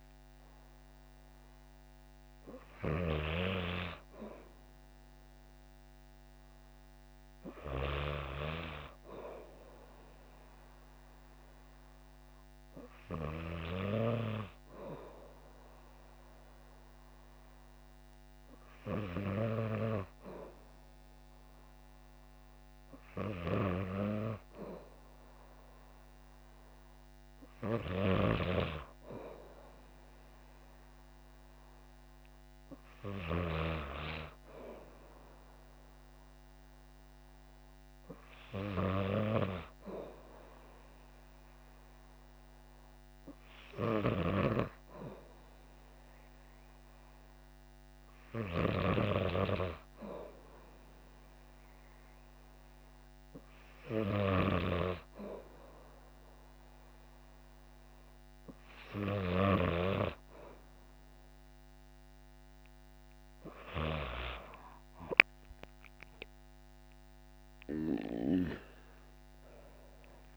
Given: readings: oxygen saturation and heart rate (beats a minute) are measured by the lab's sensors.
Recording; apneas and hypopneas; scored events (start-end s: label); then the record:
breathing in sleep by a microphone on the trachea; none
67.50-70.37 s: new sleep stage, awake
From the record:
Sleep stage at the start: N2 (light sleep); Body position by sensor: on the back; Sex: female